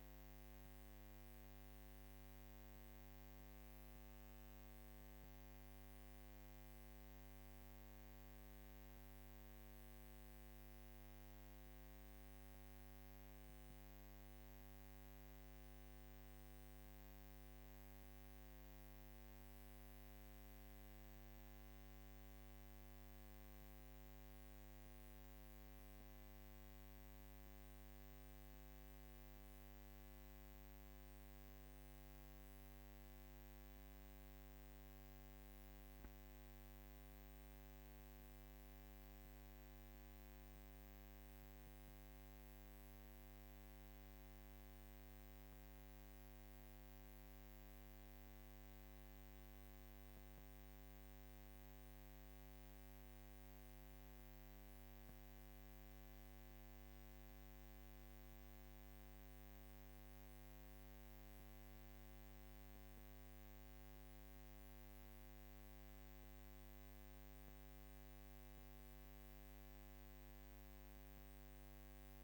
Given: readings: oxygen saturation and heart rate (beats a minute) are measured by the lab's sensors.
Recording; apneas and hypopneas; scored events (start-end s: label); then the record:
breathing in sleep, hard to hear, by a microphone on the trachea; none
none scored
From the record:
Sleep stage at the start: N2 (light sleep); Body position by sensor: on the back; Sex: female